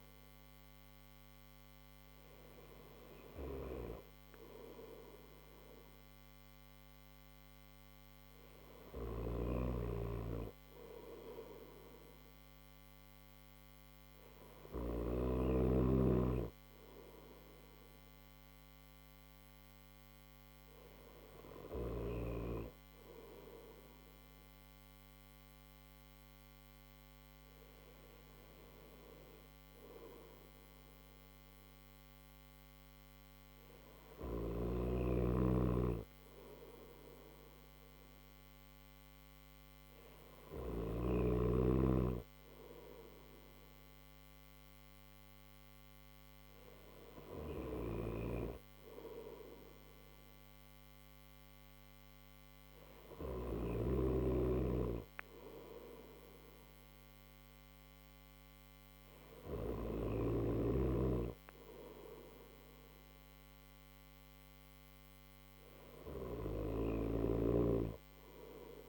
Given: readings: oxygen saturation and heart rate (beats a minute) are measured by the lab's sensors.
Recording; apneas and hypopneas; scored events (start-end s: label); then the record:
breathing in sleep by a microphone on the trachea; none
8.00-14.50 s: snoring (device-marked)
47.00-53.00 s: snoring (device-marked)
From the record:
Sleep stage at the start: N3 (deep sleep); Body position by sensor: on the right side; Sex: male